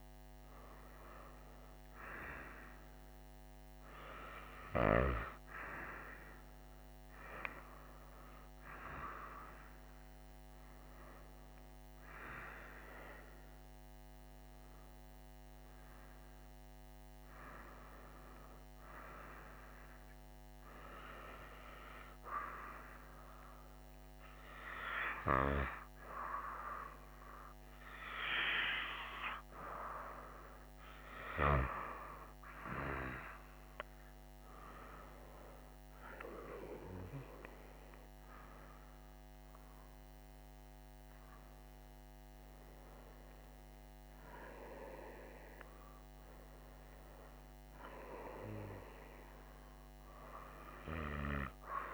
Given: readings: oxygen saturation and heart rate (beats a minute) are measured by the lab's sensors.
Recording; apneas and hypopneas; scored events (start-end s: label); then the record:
breathing in sleep by a microphone on the trachea; none
none scored
From the record:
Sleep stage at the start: N1 (lightest sleep); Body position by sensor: on the right side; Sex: female